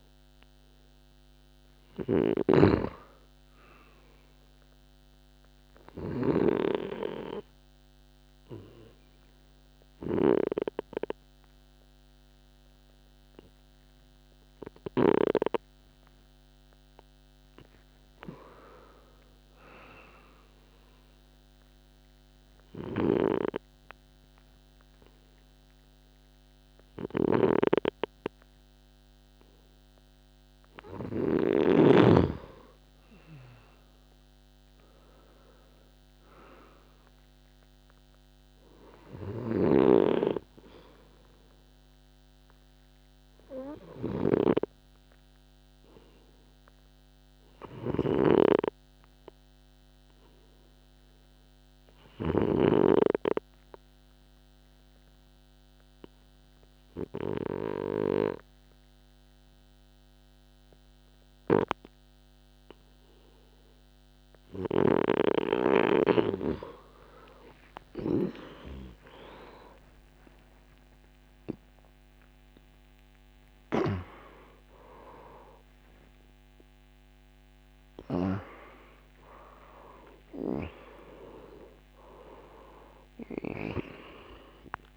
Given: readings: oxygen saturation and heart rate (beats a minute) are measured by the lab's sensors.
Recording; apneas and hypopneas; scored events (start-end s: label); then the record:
breathing in sleep by a microphone on the trachea; 3
0.00-1.50 s: arousal
0.00-2.50 s: snoring (device-marked)
5.50-16.00 s: obstructive apnea (oxygen 97% before, 93% lowest, heart rate 61 before, 52 extreme, up 19 after)
21.50-32.00 s: obstructive apnea (oxygen 97% before, 93% lowest, heart rate 68 before, 60 extreme, up 38 after)
34.00-38.50 s: arousal
46.00-65.50 s: obstructive apnea (oxygen 95% before, 93% lowest, heart rate 91 before, 55 extreme, up 24 after)
67.00-73.50 s: arousal
From the record:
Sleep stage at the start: N2 (light sleep); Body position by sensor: on the right side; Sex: male